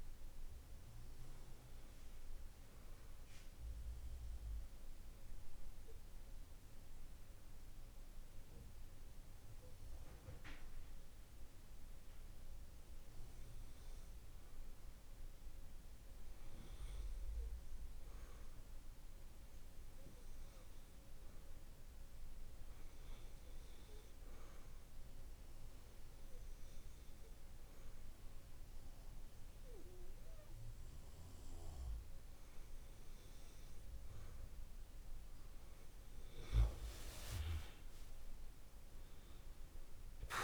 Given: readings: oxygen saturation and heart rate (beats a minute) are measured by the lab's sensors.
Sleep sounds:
breathing in sleep by a room microphone; 1
4.50-34.50 s: obstructive apnea (oxygen 99% before, 92% lowest, heart rate 49 before, 48 extreme, up 6 after)
36.50-40.44 s: arousal
From the record:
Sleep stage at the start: REM sleep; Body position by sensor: on the back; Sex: male

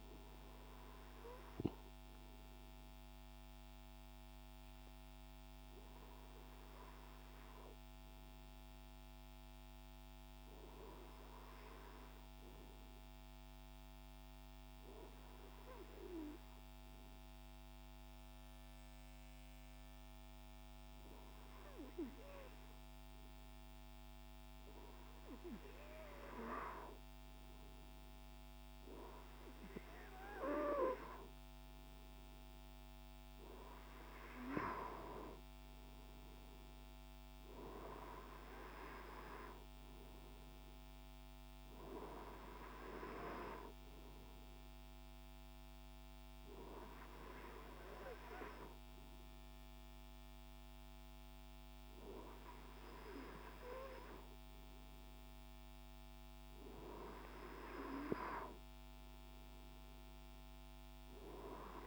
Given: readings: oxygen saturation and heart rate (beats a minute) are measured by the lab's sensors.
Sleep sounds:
breathing in sleep by a microphone on the trachea; 1
3.50-33.50 s: obstructive apnea (oxygen 97% before, 95% lowest, heart rate 73 before, 69 extreme, up 4 after)
35.50-39.00 s: arousal
From the record:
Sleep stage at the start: N2 (light sleep); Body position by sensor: on the right side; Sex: male

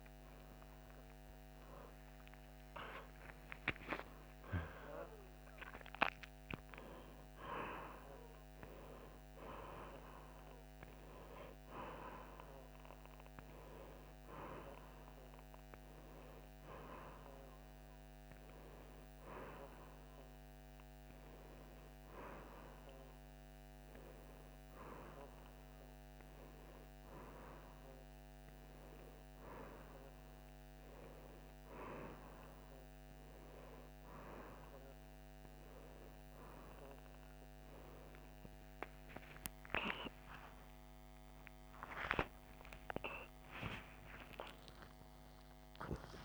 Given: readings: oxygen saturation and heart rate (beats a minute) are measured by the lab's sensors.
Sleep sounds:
a person awake in a sleep study, by a microphone on the trachea; none
none scored
From the record:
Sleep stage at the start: awake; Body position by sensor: on the right side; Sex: female

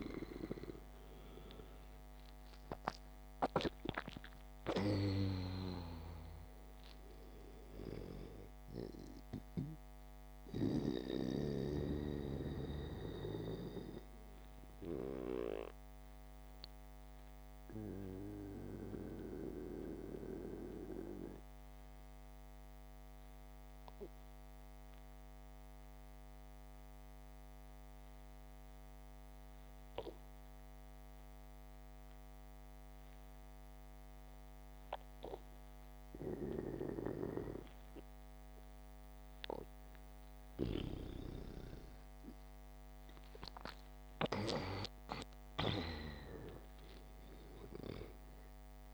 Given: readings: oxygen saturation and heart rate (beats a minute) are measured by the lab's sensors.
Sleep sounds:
breathing in sleep by a microphone on the trachea; 1
0.00-13.50 s: oxygen desaturation (device-marked, oxygen 93% lowest, heart rate 66 extreme)
18.00-38.50 s: mixed apnea (oxygen 97% before, 92% lowest, heart rate 79 before, 66 extreme, up 10 after)
39.50-48.94 s: oxygen desaturation (device-marked, oxygen 98% before, 94% lowest, heart rate 68 before, 70 extreme)
40.00-44.50 s: arousal
From the record:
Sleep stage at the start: N2 (light sleep); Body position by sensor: on the back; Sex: male

